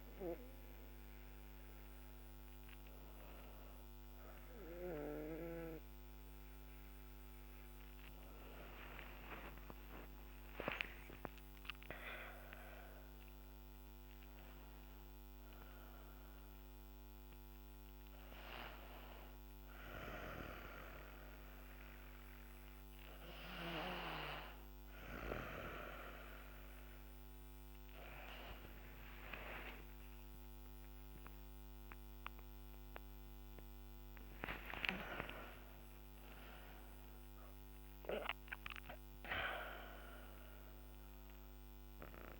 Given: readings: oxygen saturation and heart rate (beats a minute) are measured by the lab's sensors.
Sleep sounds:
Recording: a person awake in a sleep study, by a microphone on the trachea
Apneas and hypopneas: none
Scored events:
40.00-42.40 s: new sleep stage, N2 (light sleep)
From the record:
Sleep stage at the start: awake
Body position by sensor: on the back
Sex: female

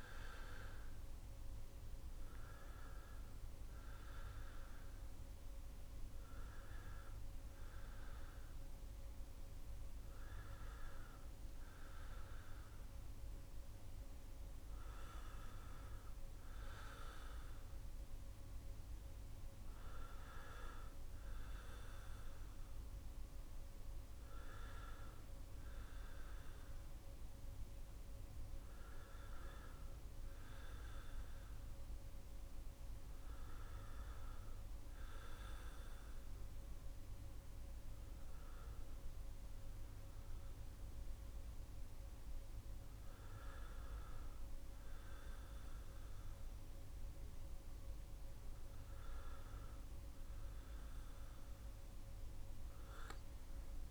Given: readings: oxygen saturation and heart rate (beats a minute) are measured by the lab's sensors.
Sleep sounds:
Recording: breathing in sleep, hard to hear, by a room microphone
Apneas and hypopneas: none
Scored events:
none scored
From the record:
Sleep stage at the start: N1 (lightest sleep)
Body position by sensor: on the back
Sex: male

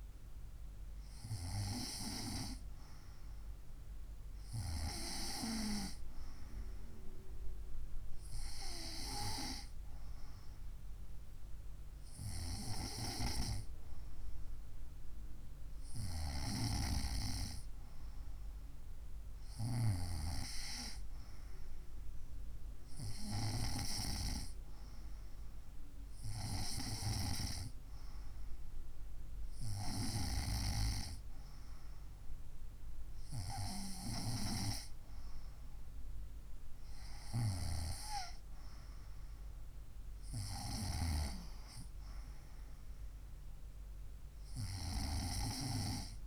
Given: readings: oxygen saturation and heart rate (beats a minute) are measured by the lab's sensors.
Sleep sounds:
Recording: breathing in sleep by a room microphone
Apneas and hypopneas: none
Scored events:
none scored
From the record:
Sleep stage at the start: N2 (light sleep)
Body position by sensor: on the right side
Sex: female

